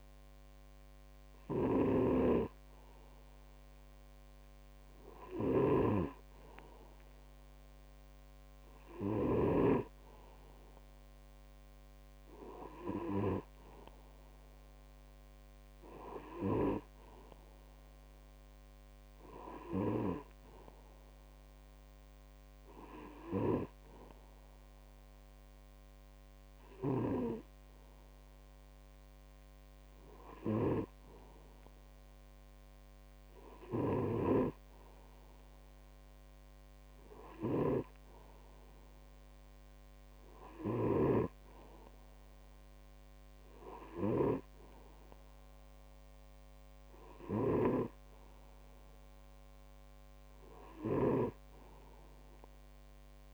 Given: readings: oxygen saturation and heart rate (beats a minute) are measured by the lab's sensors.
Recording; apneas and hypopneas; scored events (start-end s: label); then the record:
breathing in sleep by a microphone on the trachea; none
1.50-9.50 s: snoring (device-marked)
From the record:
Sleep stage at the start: N2 (light sleep); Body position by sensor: on the back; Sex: male